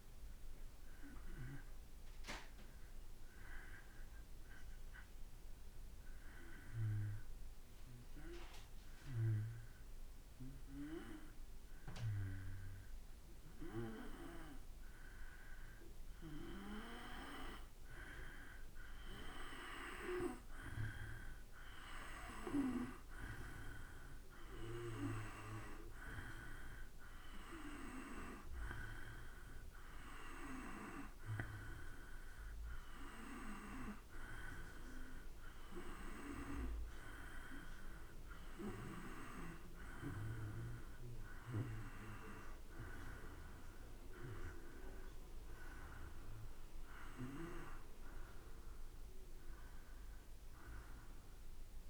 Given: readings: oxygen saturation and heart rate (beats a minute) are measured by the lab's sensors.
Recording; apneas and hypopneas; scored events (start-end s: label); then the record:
breathing in sleep by a room microphone; 1
4.50-16.00 s: obstructive apnea (oxygen 96% before, 90% lowest, heart rate 56 before, 55 extreme, up 4 after)
17.50-40.50 s: oxygen desaturation (device-marked, oxygen 95% before, 90% lowest, heart rate 55 before, 55 extreme)
19.00-23.00 s: arousal
49.50-51.90 s: arousal
From the record:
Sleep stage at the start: N2 (light sleep); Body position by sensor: on the back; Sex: male